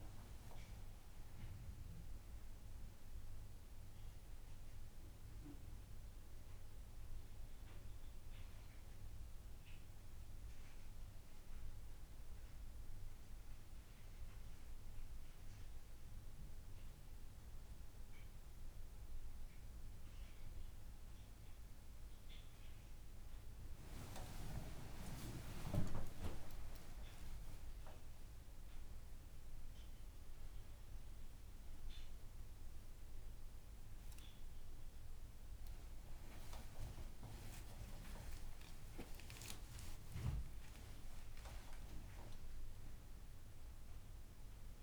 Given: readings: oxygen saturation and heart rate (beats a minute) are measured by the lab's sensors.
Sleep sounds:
a person awake in a sleep study, by a room microphone; none
15.50-17.50 s: long interval between heartbeats (device-marked, heart rate 74 before, 72 extreme)
39.50-41.50 s: long interval between heartbeats (device-marked, heart rate 77 before, 105 extreme)
From the record:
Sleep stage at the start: awake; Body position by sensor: on the front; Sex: female

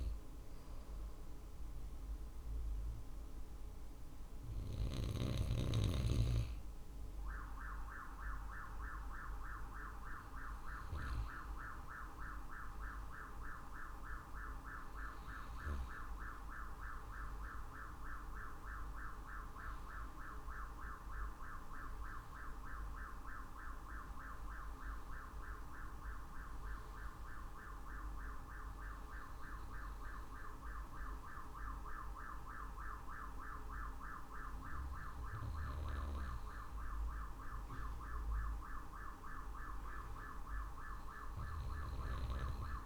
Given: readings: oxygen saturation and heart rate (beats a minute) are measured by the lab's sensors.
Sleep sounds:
breathing in sleep by a room microphone; none
0.00-2.50 s: drop in pulse transit time (device-marked, heart rate 50 extreme)
16.50-34.50 s: drop in pulse transit time (device-marked, heart rate 50 before, 51 extreme)
From the record:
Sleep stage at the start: N2 (light sleep); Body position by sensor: on the right side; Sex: male

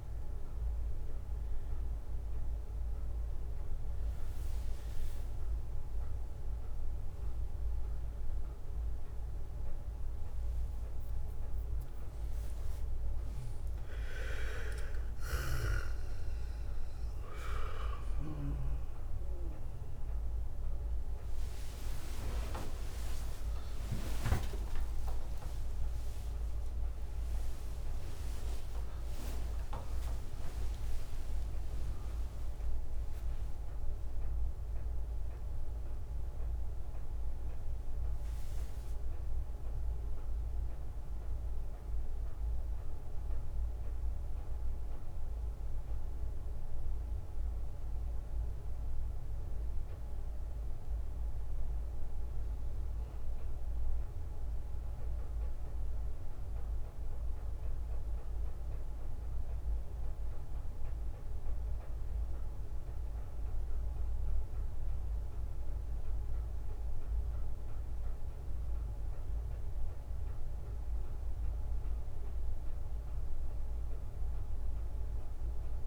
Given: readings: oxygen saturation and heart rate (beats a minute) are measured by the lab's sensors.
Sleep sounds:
a person partly awake in a sleep study, by a room microphone; 1
21.00-23.00 s: long interval between heartbeats (device-marked, heart rate 73 before, 80 extreme)
29.50-75.87 s: new sleep stage, N1 (lightest sleep)
41.00-55.00 s: hypopnea (oxygen 95% before, 90% lowest, heart rate 78 before, 66 extreme, up 4 after)
58.50-75.87 s: oxygen desaturation (device-marked, oxygen 98% before, 90% lowest, heart rate 69 before, 67 extreme)
60.00-63.50 s: arousal
From the record:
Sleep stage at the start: awake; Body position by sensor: on the back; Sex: male

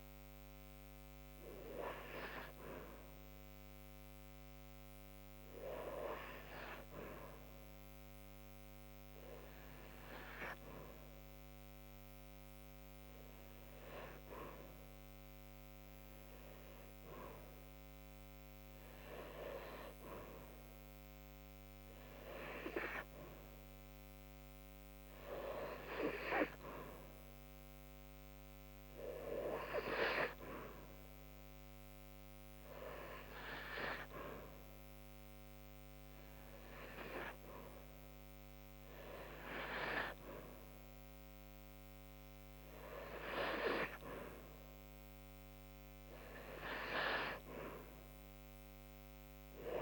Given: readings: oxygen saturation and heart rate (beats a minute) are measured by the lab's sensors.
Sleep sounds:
breathing in sleep by a microphone on the trachea; none
none scored
From the record:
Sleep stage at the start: N2 (light sleep); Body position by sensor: on the right side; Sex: female

